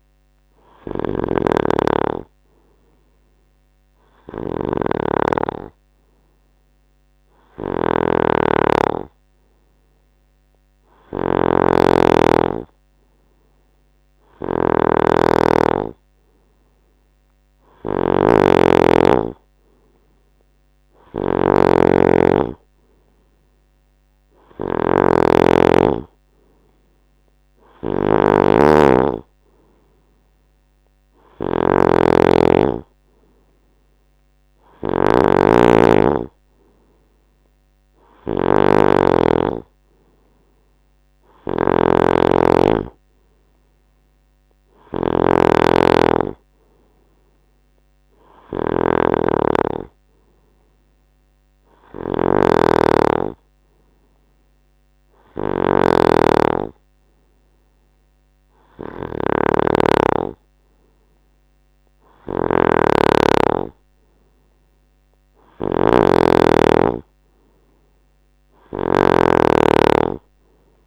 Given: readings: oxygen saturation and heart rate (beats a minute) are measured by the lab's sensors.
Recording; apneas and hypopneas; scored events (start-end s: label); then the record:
breathing in sleep by a microphone on the trachea; none
0.00-70.87 s: snoring (device-marked)
From the record:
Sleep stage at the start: N2 (light sleep); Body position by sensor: on the right side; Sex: male